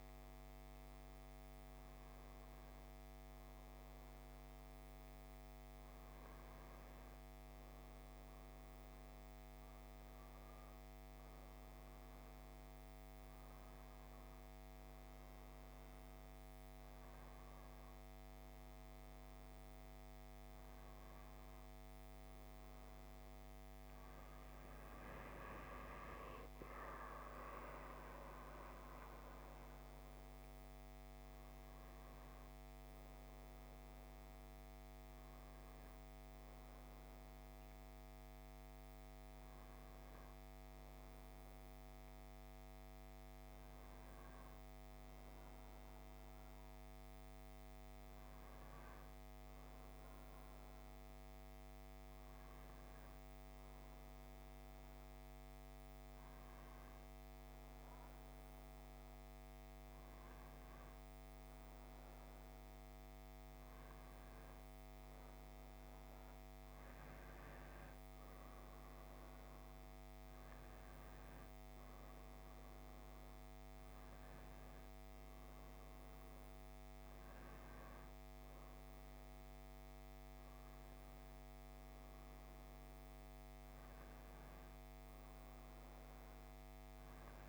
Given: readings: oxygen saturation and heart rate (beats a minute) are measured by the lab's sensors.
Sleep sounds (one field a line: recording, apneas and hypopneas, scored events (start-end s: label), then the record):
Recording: a person awake in a sleep study, hard to hear, by a microphone on the trachea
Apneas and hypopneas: none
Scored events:
0.00-6.00 s: oxygen desaturation (device-marked, oxygen 93% lowest)
From the record:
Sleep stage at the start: awake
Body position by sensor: on the back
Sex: male